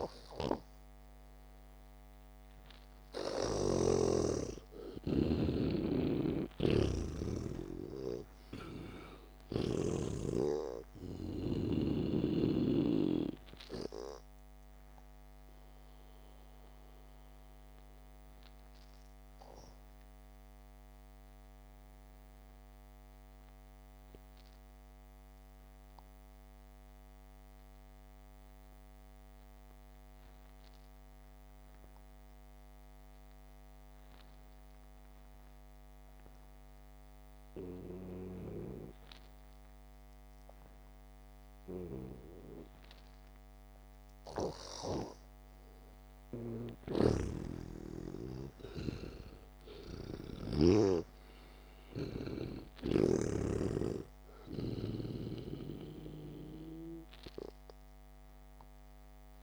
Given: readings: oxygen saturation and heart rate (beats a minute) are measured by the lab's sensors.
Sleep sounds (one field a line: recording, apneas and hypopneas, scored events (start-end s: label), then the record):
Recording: breathing in sleep by a microphone on the trachea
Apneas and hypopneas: 1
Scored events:
6.50-10.50 s: snoring (device-marked)
7.00-37.00 s: oxygen desaturation (device-marked, oxygen 97% before, 88% lowest, heart rate 59 before, 48 extreme)
20.00-38.50 s: mixed apnea (oxygen 98% before, 87% lowest, heart rate 54 before, 48 extreme)
41.00-44.50 s: arousal
47.50-51.50 s: snoring (device-marked)
51.00-59.43 s: oxygen desaturation (device-marked, oxygen 96% before, 87% lowest, heart rate 59 before, 52 extreme)
51.50-53.50 s: long interval between heartbeats (device-marked, heart rate 59 before, 56 extreme)
From the record:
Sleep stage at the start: N2 (light sleep)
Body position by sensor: on the back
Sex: male